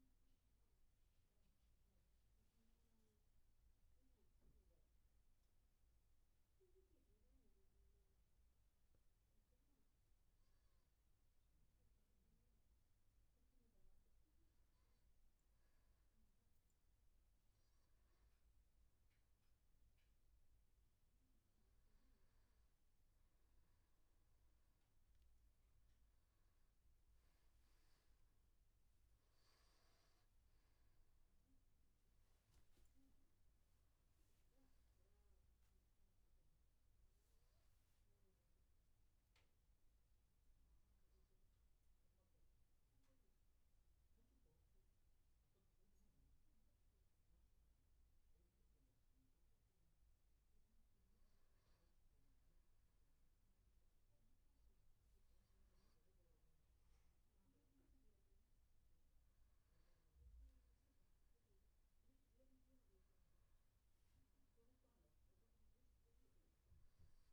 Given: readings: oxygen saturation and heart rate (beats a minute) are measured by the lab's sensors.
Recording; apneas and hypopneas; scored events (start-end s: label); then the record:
a person awake in a sleep study, hard to hear, by a room microphone; none
none scored
From the record:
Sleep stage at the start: awake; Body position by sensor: on the back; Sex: male